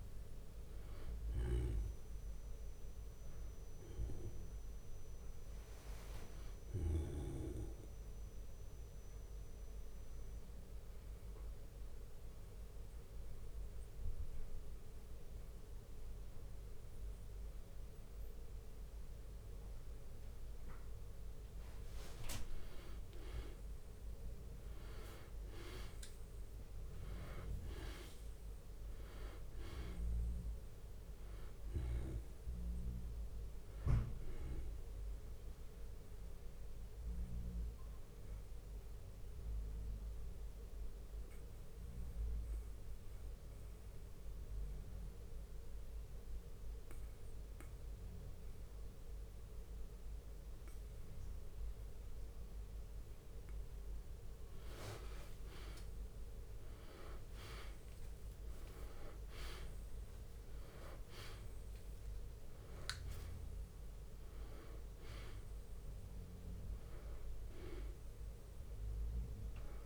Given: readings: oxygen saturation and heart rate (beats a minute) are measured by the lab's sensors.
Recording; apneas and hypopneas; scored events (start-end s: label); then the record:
breathing in sleep by a room microphone; 2
0.00-1.00 s: drop in pulse transit time (device-marked, heart rate 58 extreme)
0.00-2.00 s: long interval between heartbeats (device-marked, heart rate 59 before, 64 extreme)
0.00-20.00 s: oxygen desaturation (device-marked, oxygen 90% lowest, heart rate 52 extreme)
8.00-22.00 s: mixed apnea (oxygen 97% before, 90% lowest, heart rate 63 before, 52 extreme, up 9 after)
9.00-25.00 s: bradycardia (device-marked, heart rate 63 before, 52 extreme)
23.50-27.50 s: arousal
30.00-47.00 s: oxygen desaturation (device-marked, oxygen 98% before, 93% lowest, heart rate 57 before, 50 extreme)
31.00-42.00 s: drop in pulse transit time (device-marked, heart rate 57 before, 58 extreme)
35.00-53.50 s: mixed apnea (oxygen 98% before, 92% lowest, heart rate 59 before, 50 extreme, up 38 after)
37.00-51.00 s: bradycardia (device-marked, heart rate 63 before, 50 extreme)
51.00-53.00 s: long interval between heartbeats (device-marked, heart rate 60 before, 51 extreme)
54.50-56.50 s: long interval between heartbeats (device-marked, heart rate 57 before, 77 extreme)
55.00-59.50 s: arousal
55.00-69.86 s: drop in pulse transit time (device-marked, heart rate 58 before, 62 extreme)
66.50-68.50 s: long interval between heartbeats (device-marked, heart rate 66 before, 68 extreme)
From the record:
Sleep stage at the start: N2 (light sleep); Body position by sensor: on the back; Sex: male